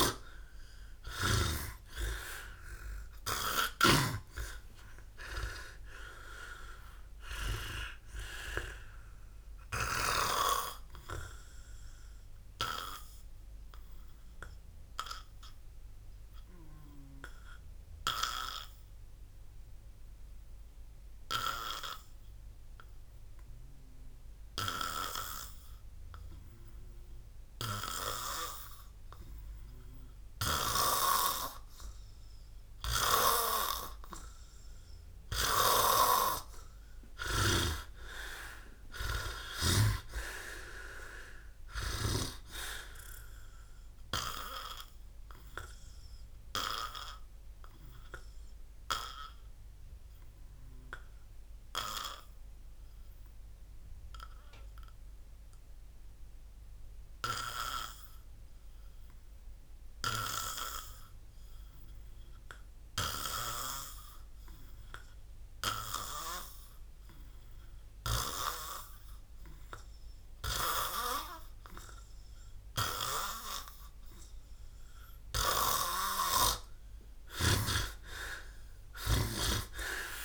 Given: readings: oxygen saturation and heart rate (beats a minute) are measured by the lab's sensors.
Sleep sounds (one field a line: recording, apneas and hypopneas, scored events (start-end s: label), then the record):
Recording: breathing in sleep by a room microphone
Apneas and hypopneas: 2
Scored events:
0.00-6.50 s: oxygen desaturation (device-marked, oxygen 90% lowest, heart rate 57 extreme)
6.00-8.50 s: arousal
11.00-28.50 s: hypopnea (oxygen 98% before, 94% lowest, heart rate 66 before, 57 extreme, up 1 after)
37.00-41.00 s: arousal
37.00-42.00 s: snoring (device-marked)
45.50-59.50 s: oxygen desaturation (device-marked, oxygen 98% before, 95% lowest, heart rate 71 before, 56 extreme)
50.50-60.50 s: obstructive apnea (oxygen 98% before, 94% lowest, heart rate 72 before, 56 extreme, up 2 after)
63.00-67.00 s: arousal
From the record:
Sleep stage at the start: N2 (light sleep)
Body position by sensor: on the back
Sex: male